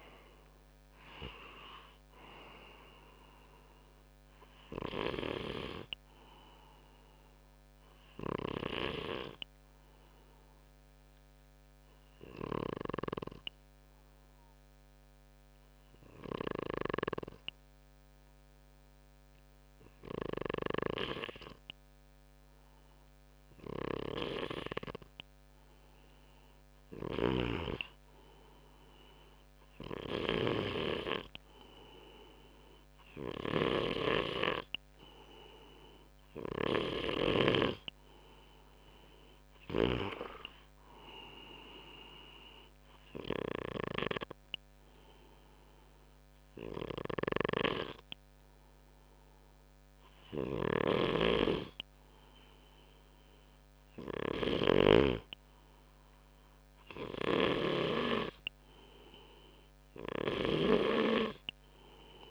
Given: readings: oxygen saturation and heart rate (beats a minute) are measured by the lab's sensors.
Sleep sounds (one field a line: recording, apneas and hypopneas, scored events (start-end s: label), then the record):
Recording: breathing in sleep by a microphone on the trachea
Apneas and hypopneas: 1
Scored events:
8.50-24.50 s: obstructive apnea (oxygen 97% before, 94% lowest, heart rate 68 before, 62 extreme, up 3 after)
16.00-39.50 s: snoring (device-marked)
28.50-32.50 s: arousal
46.50-54.50 s: snoring (device-marked)
56.50-62.31 s: snoring (device-marked)
From the record:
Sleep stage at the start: N2 (light sleep)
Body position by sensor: on the front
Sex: male